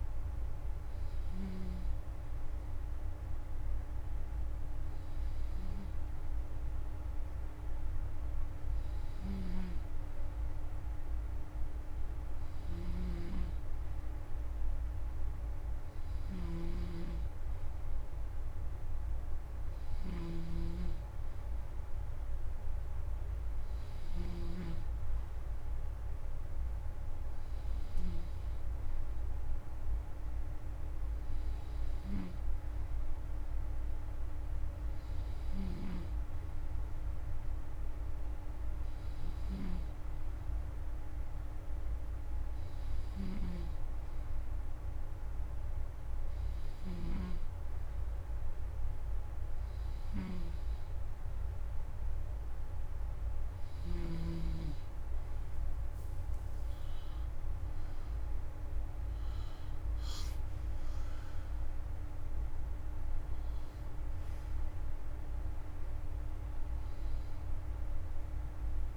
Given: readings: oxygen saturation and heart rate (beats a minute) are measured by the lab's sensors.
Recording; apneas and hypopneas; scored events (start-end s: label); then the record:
breathing in sleep by a room microphone; none
0.00-53.50 s: snoring (device-marked)
From the record:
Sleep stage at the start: N2 (light sleep); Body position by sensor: on the front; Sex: male